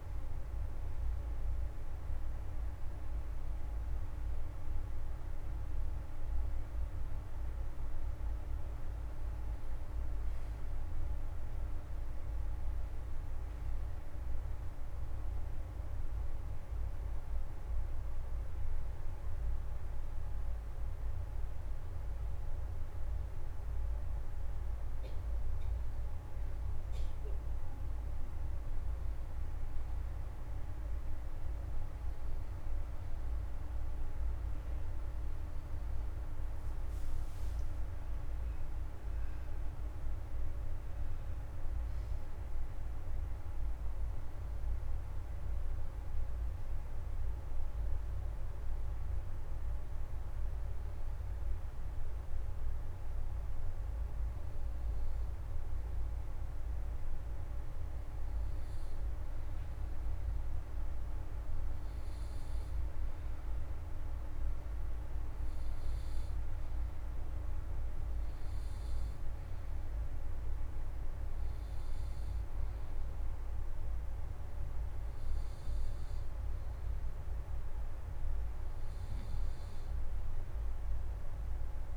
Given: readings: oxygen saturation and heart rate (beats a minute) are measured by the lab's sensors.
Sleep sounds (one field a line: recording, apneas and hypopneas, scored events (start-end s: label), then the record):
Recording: breathing in sleep, hard to hear, by a room microphone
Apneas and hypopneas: 1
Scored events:
3.50-9.50 s: oxygen desaturation (device-marked, oxygen 93% before, 90% lowest, heart rate 166 before, 109 extreme)
35.50-39.50 s: arousal
49.00-61.50 s: hypopnea (oxygen 92% before, 88% lowest, heart rate 145 before, 72 extreme, up 40 after)
61.50-77.50 s: oxygen desaturation (device-marked, oxygen 93% before, 88% lowest, heart rate 110 before, 56 extreme)
63.50-67.50 s: arousal
From the record:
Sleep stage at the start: N2 (light sleep)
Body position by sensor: on the back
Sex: male